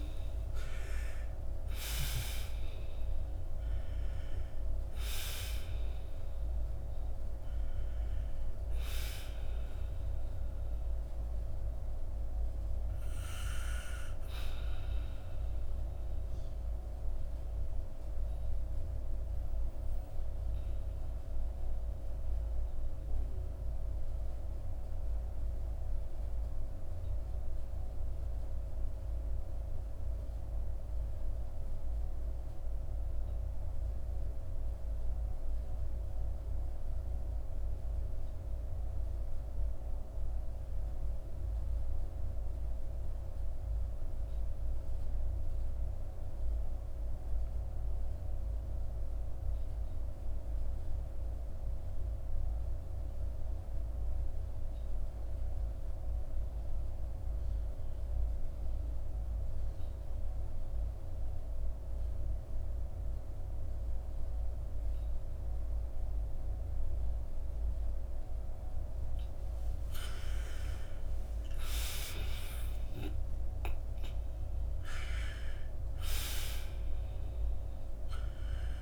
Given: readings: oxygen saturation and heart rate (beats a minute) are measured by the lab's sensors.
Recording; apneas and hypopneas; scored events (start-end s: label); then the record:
breathing in sleep by a room microphone; 1
0.00-34.00 s: oxygen desaturation (device-marked, oxygen 79% lowest, heart rate 49 extreme)
14.50-67.50 s: obstructive apnea (oxygen 92% before, 79% lowest, heart rate 62 before, 49 extreme, up 16 after)
53.00-78.81 s: oxygen desaturation (device-marked, oxygen 97% before, 79% lowest, heart rate 54 before, 50 extreme)
68.50-74.00 s: arousal
From the record:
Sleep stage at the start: N2 (light sleep); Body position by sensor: on the back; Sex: male